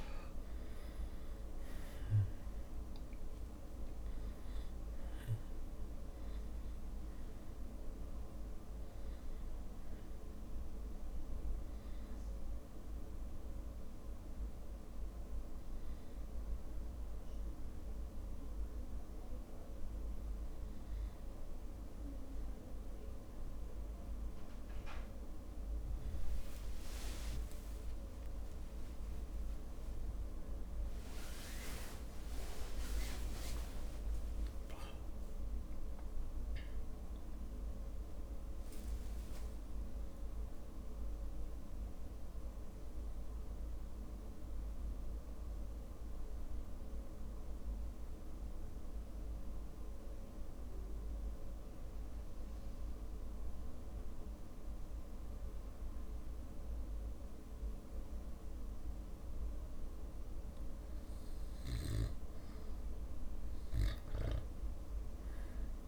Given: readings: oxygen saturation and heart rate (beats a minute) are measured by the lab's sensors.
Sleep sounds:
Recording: breathing in sleep, hard to hear, by a room microphone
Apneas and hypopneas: 1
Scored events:
0.00-25.00 s: oxygen desaturation (device-marked, oxygen 89% lowest)
5.50-7.50 s: long interval between heartbeats (device-marked)
6.00-26.00 s: drop in pulse transit time (device-marked)
12.00-14.00 s: long interval between heartbeats (device-marked, heart rate 34 before, 26 extreme)
18.50-20.50 s: long interval between heartbeats (device-marked, heart rate 32 before, 39 extreme)
22.50-24.50 s: long interval between heartbeats (device-marked)
26.50-33.00 s: arousal
35.50-37.50 s: long interval between heartbeats (device-marked, heart rate 41 before, 60 extreme)
37.00-65.88 s: new sleep stage, REM sleep
47.00-60.50 s: obstructive apnea (oxygen 100% before, 93% lowest)
53.00-63.00 s: drop in pulse transit time (device-marked, heart rate 57 before, 54 extreme)
63.50-65.50 s: long interval between heartbeats (device-marked, heart rate 57 before, 56 extreme)
64.00-65.88 s: arousal
From the record:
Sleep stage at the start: N2 (light sleep)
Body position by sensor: on the back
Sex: male

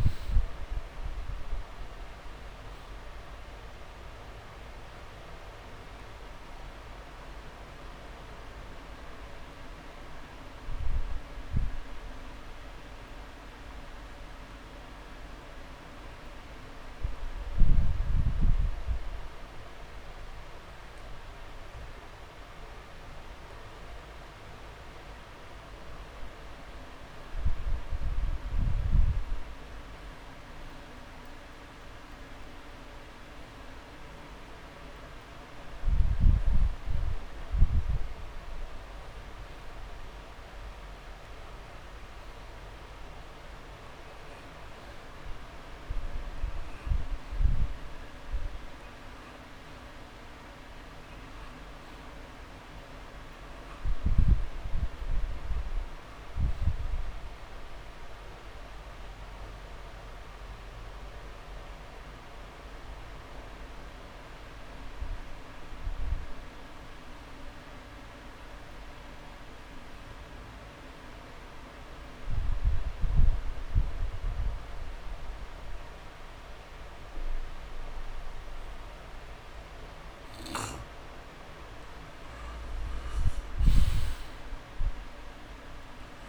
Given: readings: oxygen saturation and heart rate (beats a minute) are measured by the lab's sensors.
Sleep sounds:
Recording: breathing in sleep, hard to hear, by a room microphone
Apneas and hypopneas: 2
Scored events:
0.00-20.50 s: oxygen desaturation (device-marked, oxygen 88% lowest)
10.00-28.50 s: hypopnea (oxygen 97% before, 88% lowest)
14.00-16.00 s: long interval between heartbeats (device-marked)
30.50-33.50 s: arousal
60.50-63.00 s: arousal
65.50-80.50 s: obstructive apnea (oxygen 96% before, 87% lowest)
83.00-86.00 s: arousal
From the record:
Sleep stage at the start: N2 (light sleep)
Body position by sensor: on the back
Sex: male

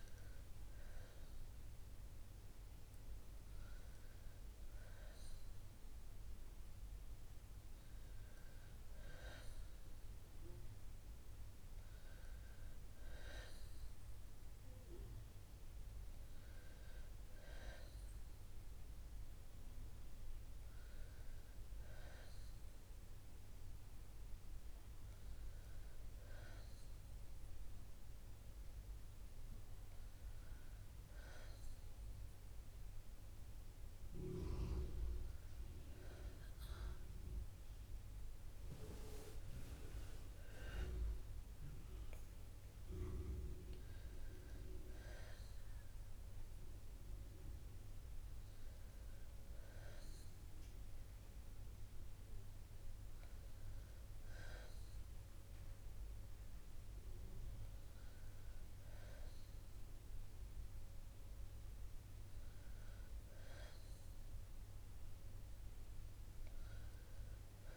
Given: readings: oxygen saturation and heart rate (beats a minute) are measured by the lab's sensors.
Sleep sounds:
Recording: breathing in sleep by a room microphone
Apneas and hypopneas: none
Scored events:
none scored
From the record:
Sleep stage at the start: N1 (lightest sleep)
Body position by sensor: on the back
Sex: female

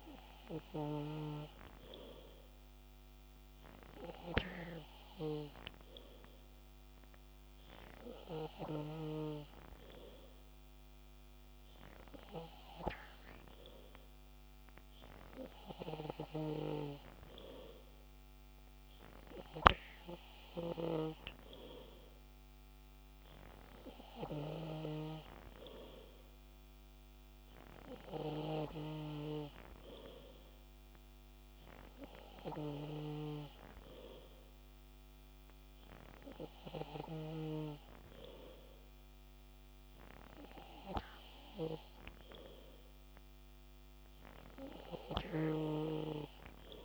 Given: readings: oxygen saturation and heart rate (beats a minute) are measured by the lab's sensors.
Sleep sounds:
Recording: breathing in sleep by a microphone on the trachea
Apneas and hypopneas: none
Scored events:
none scored
From the record:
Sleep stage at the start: N3 (deep sleep)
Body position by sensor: on the back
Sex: male

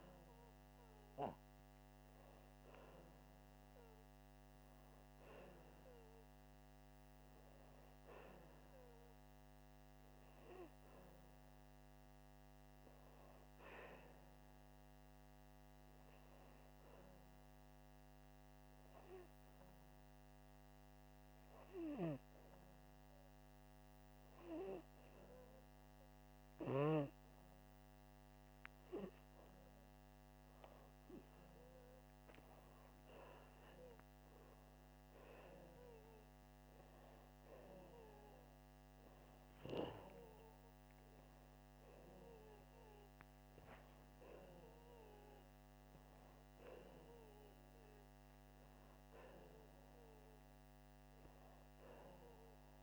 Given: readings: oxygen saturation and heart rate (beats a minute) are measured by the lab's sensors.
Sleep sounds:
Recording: breathing in sleep by a microphone on the trachea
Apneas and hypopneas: none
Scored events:
30.00-33.00 s: arousal
From the record:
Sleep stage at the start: N2 (light sleep)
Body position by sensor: upright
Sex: male

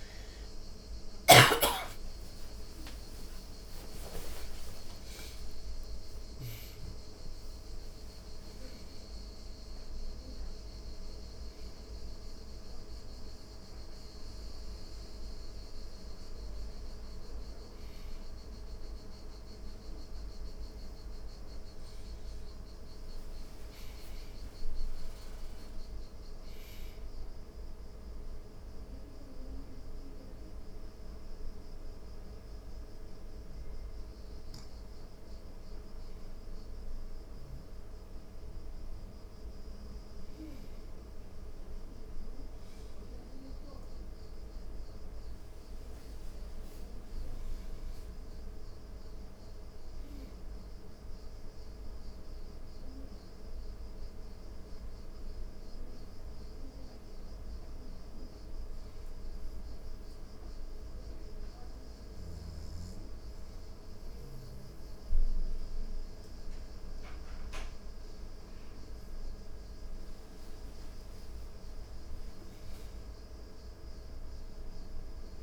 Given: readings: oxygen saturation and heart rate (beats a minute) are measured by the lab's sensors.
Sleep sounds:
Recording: a person partly awake in a sleep study, hard to hear, by a room microphone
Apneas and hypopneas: 2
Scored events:
0.00-3.00 s: oxygen desaturation (device-marked, oxygen 94% lowest, heart rate 93 extreme)
21.00-75.43 s: new sleep stage, N1 (lightest sleep)
24.00-37.00 s: oxygen desaturation (device-marked, oxygen 99% before, 95% lowest, heart rate 107 before, 87 extreme)
26.00-39.50 s: hypopnea (oxygen 99% before, 92% lowest, heart rate 103 before, 87 extreme, up 0 after)
42.00-45.50 s: arousal
43.00-60.00 s: oxygen desaturation (device-marked, oxygen 96% before, 93% lowest, heart rate 96 before, 87 extreme)
57.00-68.50 s: hypopnea (oxygen 97% before, 91% lowest, heart rate 91 before, 88 extreme, up 6 after)
67.00-75.43 s: oxygen desaturation (device-marked, oxygen 96% before, 92% lowest, heart rate 90 before, 86 extreme)
69.50-72.50 s: arousal
From the record:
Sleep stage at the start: awake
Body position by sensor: on the back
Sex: female

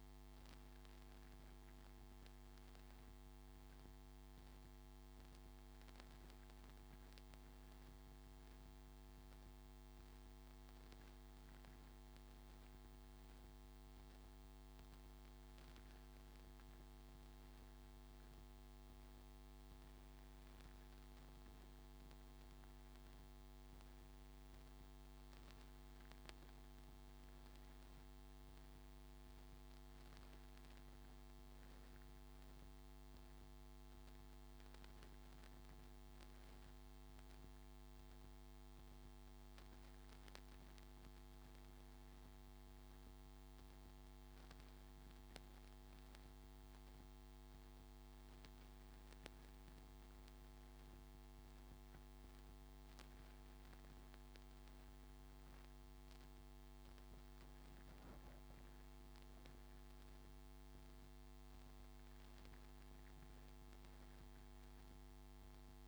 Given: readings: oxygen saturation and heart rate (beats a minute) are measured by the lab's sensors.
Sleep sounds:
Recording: breathing in sleep, hard to hear, by a microphone on the trachea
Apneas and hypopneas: none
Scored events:
none scored
From the record:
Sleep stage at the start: N2 (light sleep)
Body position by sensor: on the front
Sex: male

